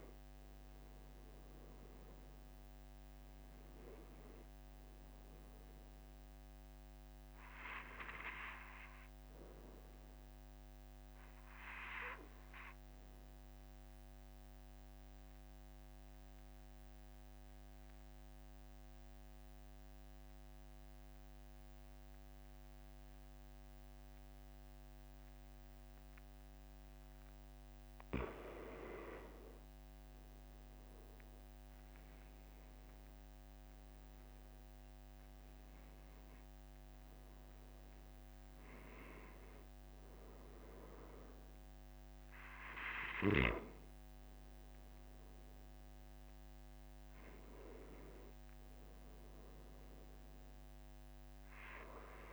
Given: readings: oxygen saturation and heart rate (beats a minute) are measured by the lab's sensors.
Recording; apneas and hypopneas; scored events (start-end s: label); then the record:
breathing in sleep by a microphone on the trachea; 1
9.00-28.00 s: obstructive apnea (oxygen 97% before, 91% lowest, heart rate 46 before, 45 extreme, up 3 after)
31.00-36.00 s: arousal
33.50-52.33 s: oxygen desaturation (device-marked, oxygen 96% before, 91% lowest, heart rate 46 before, 45 extreme)
From the record:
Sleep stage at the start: N2 (light sleep); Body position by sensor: on the back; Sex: male